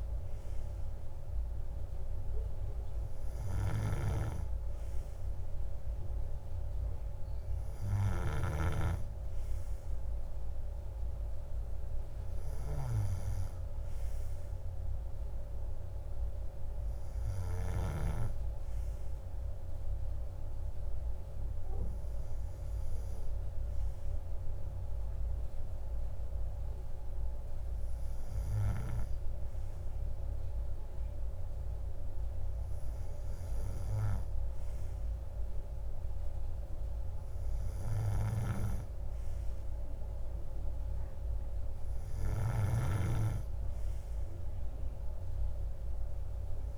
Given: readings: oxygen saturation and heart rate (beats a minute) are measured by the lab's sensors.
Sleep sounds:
breathing in sleep by a room microphone; none
none scored
From the record:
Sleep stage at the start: N2 (light sleep); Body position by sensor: on the right side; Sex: male

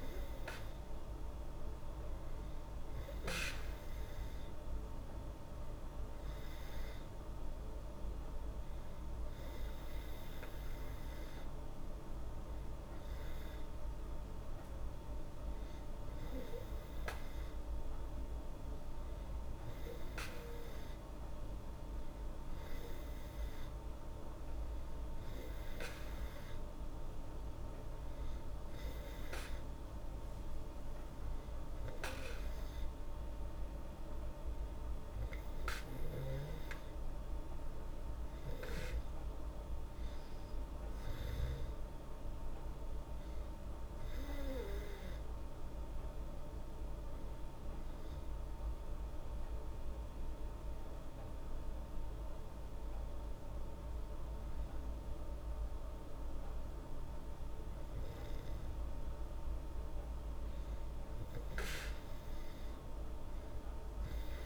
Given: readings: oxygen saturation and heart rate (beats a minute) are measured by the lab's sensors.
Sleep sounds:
breathing in sleep, hard to hear, by a room microphone; 1
45.50-57.50 s: hypopnea (oxygen 97% before, 95% lowest, heart rate 76 before, 74 extreme, up 3 after)
62.50-64.46 s: arousal
From the record:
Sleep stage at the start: N2 (light sleep); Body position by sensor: on the back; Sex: female

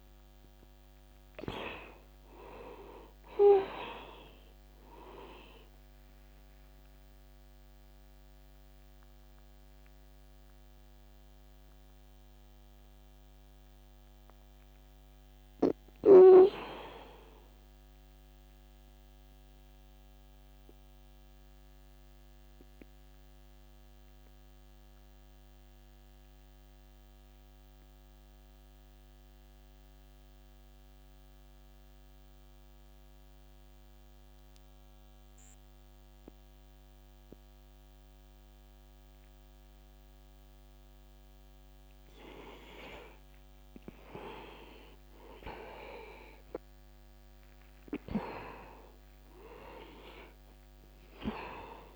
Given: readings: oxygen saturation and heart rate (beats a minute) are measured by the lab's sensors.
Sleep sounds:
breathing in sleep by a microphone on the trachea; 1
0.00-21.00 s: oxygen desaturation (device-marked, oxygen 87% lowest, heart rate 53 extreme)
13.00-16.50 s: arousal
19.50-43.00 s: mixed apnea (oxygen 95% before, 89% lowest, heart rate 64 before, 61 extreme, up 0 after)
45.00-48.50 s: arousal
47.00-51.96 s: oxygen desaturation (device-marked, oxygen 98% before, 89% lowest, heart rate 61 before, 61 extreme)
From the record:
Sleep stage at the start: N2 (light sleep); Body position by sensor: on the back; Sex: male

